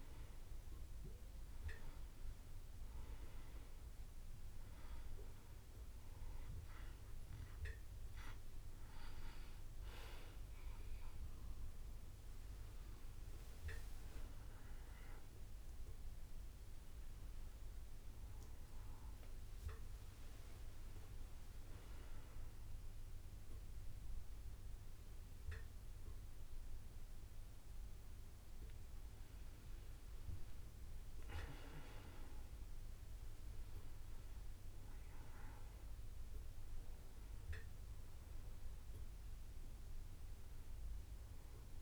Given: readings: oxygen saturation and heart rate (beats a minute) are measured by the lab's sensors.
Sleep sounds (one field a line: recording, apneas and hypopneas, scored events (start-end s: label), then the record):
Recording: breathing in sleep by a room microphone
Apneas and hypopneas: none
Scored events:
none scored
From the record:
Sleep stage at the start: N1 (lightest sleep)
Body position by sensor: on the back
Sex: male